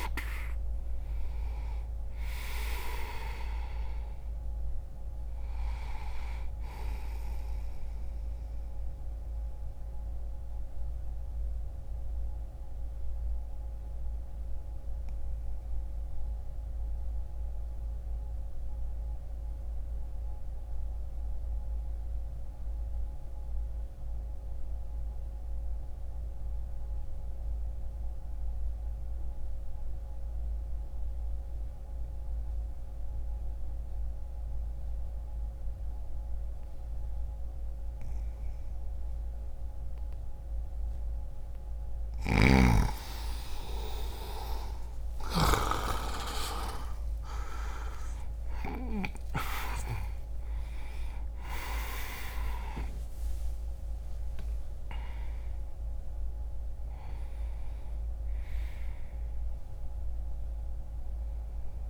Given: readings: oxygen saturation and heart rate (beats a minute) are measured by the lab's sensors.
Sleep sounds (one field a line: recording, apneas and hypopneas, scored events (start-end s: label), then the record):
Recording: breathing in sleep by a room microphone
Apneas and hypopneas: 1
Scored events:
8.50-41.00 s: obstructive apnea (oxygen 98% before, 88% lowest, heart rate 62 before, 59 extreme, up 5 after)
15.50-32.50 s: oxygen desaturation (device-marked, oxygen 95% before, 88% lowest, heart rate 61 before, 59 extreme)
41.50-47.00 s: arousal
44.50-61.90 s: new sleep stage, N1 (lightest sleep)
From the record:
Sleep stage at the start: N2 (light sleep)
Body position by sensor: on the back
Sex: male